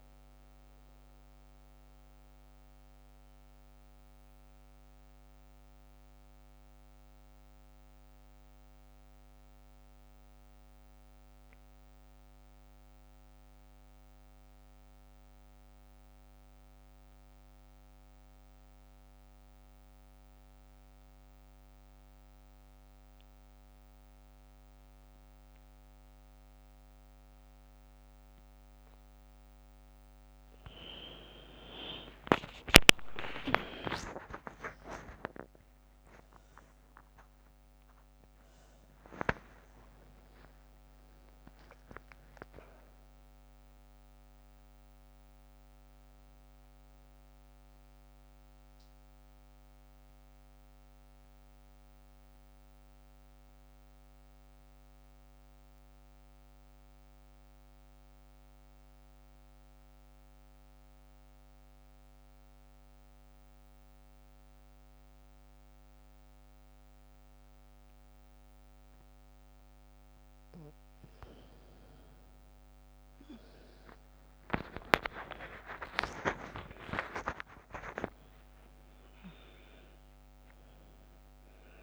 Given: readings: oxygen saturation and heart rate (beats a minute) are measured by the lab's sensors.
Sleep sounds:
breathing in sleep by a microphone on the trachea; 2
0.00-15.50 s: oxygen desaturation (device-marked, oxygen 82% lowest, heart rate 54 extreme)
0.50-30.00 s: mixed apnea (oxygen 98% before, 82% lowest, heart rate 65 before, 54 extreme, up 6 after)
30.50-60.50 s: oxygen desaturation (device-marked, oxygen 100% before, 85% lowest, heart rate 58 before, 53 extreme)
31.00-34.50 s: arousal
49.00-70.00 s: mixed apnea (oxygen 100% before, 83% lowest, heart rate 63 before, 53 extreme, up 8 after)
73.00-77.50 s: arousal
76.50-81.83 s: oxygen desaturation (device-marked, oxygen 100% before, 88% lowest, heart rate 59 before, 54 extreme)
From the record:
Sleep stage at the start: N2 (light sleep); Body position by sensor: on the back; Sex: female

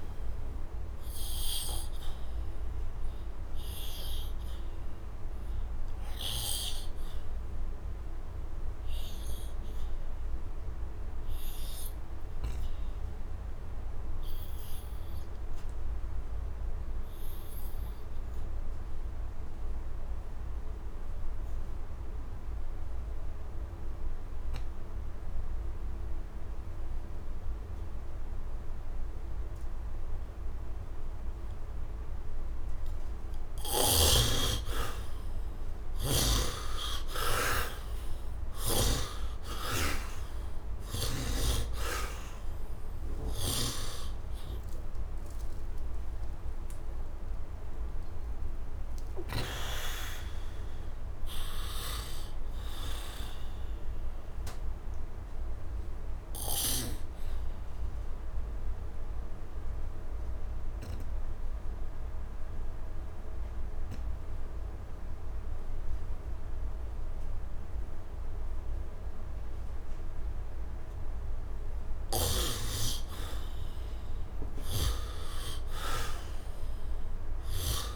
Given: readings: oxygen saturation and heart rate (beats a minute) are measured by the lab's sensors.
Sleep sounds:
breathing in sleep by a room microphone; 2
0.00-16.00 s: oxygen desaturation (device-marked, oxygen 84% lowest, heart rate 76 extreme)
1.50-32.00 s: obstructive apnea (oxygen 98% before, 66% lowest, heart rate 89 before, 76 extreme, up 24 after)
18.00-61.00 s: oxygen desaturation (device-marked, oxygen 99% before, 66% lowest, heart rate 86 before, 74 extreme)
38.50-43.50 s: arousal
43.00-49.00 s: snoring (device-marked)
53.50-72.50 s: obstructive apnea (oxygen 94% before, 67% lowest, heart rate 103 before, 72 extreme, up 44 after)
74.00-77.96 s: oxygen desaturation (device-marked, oxygen 99% before, 83% lowest, heart rate 83 before, 72 extreme)
74.50-77.96 s: arousal
From the record:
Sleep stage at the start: N2 (light sleep); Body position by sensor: on the back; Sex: male

